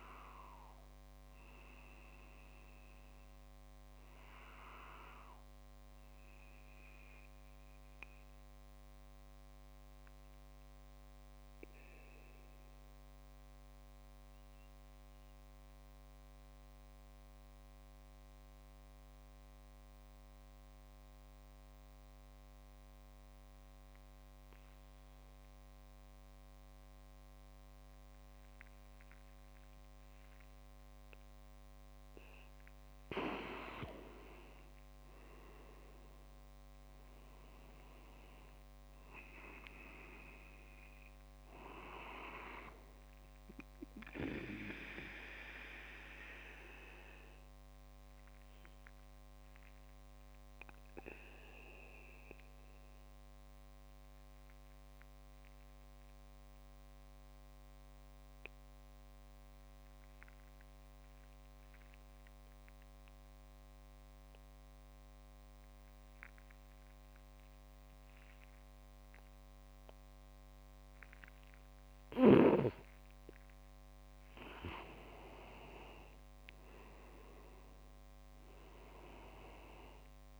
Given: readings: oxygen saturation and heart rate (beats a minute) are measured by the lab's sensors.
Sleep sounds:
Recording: breathing in sleep by a microphone on the trachea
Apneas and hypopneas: 2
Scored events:
0.00-3.00 s: oxygen desaturation (device-marked, oxygen 94% lowest)
7.00-32.00 s: mixed apnea (oxygen 98% before, 93% lowest)
29.00-47.00 s: oxygen desaturation (device-marked, oxygen 98% before, 94% lowest)
33.50-38.00 s: arousal
45.50-72.50 s: obstructive apnea (oxygen 98% before, 93% lowest)
73.00-80.40 s: oxygen desaturation (device-marked, oxygen 98% before, 93% lowest)
74.50-78.50 s: arousal
From the record:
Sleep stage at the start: N2 (light sleep)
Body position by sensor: on the back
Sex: male

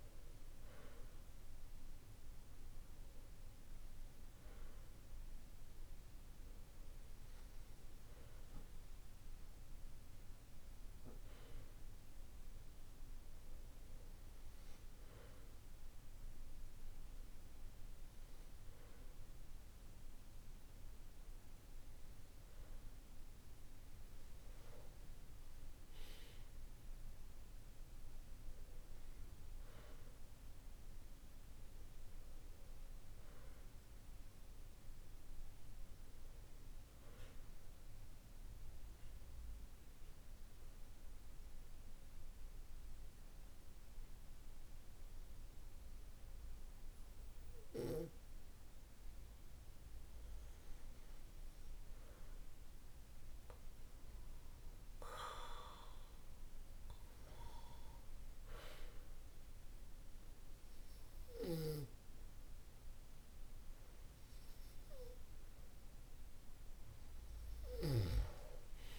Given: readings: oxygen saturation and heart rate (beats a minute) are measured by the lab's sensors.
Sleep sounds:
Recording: breathing in sleep by a room microphone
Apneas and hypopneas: 1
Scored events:
37.50-53.00 s: hypopnea (oxygen 95% before, 92% lowest, heart rate 50 before, 49 extreme, up 1 after)
54.00-57.00 s: arousal
61.00-68.99 s: oxygen desaturation (device-marked, oxygen 95% before, 92% lowest, heart rate 50 before, 49 extreme)
From the record:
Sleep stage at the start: N2 (light sleep)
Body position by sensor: on the back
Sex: male

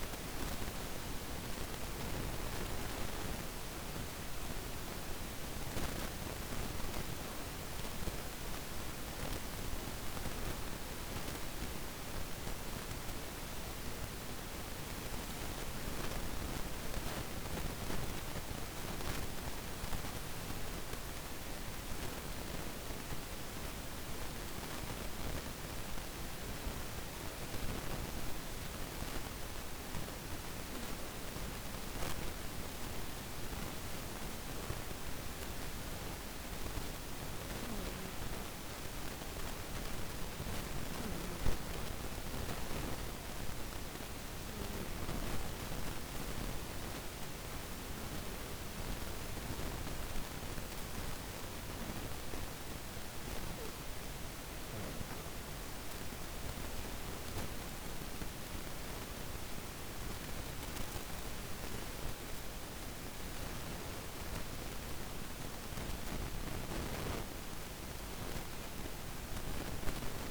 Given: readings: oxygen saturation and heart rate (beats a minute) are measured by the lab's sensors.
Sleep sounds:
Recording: breathing in sleep, hard to hear, by a microphone on the trachea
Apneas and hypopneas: 2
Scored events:
6.50-19.50 s: hypopnea (oxygen 97% before, 95% lowest, heart rate 127 before, 101 extreme, up 2 after)
20.50-24.00 s: arousal
38.50-52.00 s: hypopnea (oxygen 97% before, 94% lowest, heart rate 117 before, 109 extreme, up 10 after)
58.00-64.00 s: arousal
From the record:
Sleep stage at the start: N2 (light sleep)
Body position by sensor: on the back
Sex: female

